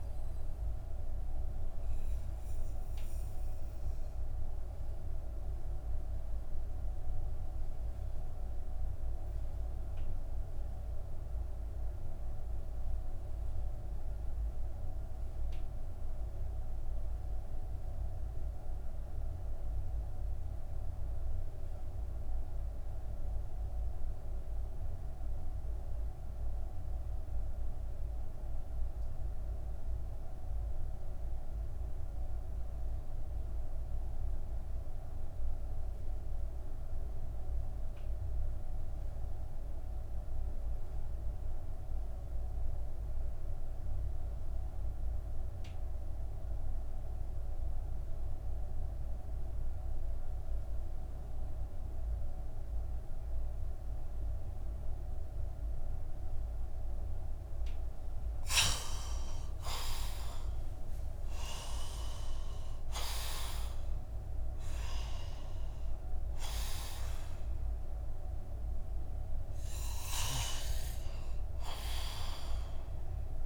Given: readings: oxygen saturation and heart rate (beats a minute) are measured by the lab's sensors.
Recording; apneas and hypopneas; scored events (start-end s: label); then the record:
breathing in sleep by a room microphone; 1
0.50-58.00 s: obstructive apnea (oxygen 97% before, 85% lowest)
7.00-22.00 s: oxygen desaturation (device-marked, oxygen 93% before, 87% lowest)
52.00-69.00 s: oxygen desaturation (device-marked, oxygen 95% before, 92% lowest)
59.00-64.00 s: arousal
71.00-73.45 s: oxygen desaturation (device-marked, oxygen 94% before, 85% lowest)
From the record:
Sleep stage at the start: N2 (light sleep); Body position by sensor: on the back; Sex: male